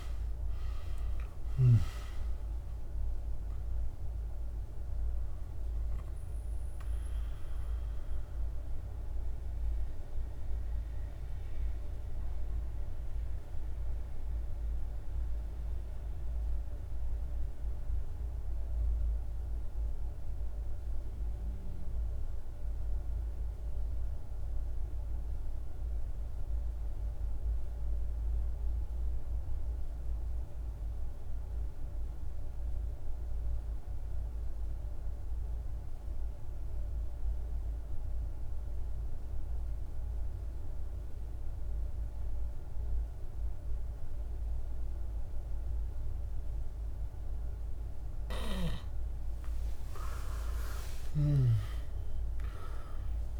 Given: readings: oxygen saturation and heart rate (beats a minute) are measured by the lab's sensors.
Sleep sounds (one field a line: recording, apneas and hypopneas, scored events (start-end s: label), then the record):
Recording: breathing in sleep, hard to hear, by a room microphone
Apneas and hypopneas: 1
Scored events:
0.00-1.00 s: snoring (device-marked)
0.00-17.00 s: oxygen desaturation (device-marked, oxygen 85% lowest, heart rate 47 extreme)
6.00-48.00 s: mixed apnea (oxygen 98% before, 85% lowest, heart rate 72 before, 47 extreme, up 19 after)
36.00-53.40 s: oxygen desaturation (device-marked, oxygen 100% before, 85% lowest, heart rate 48 before, 47 extreme)
49.00-53.40 s: arousal
From the record:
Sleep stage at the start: N2 (light sleep)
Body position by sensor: on the back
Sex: male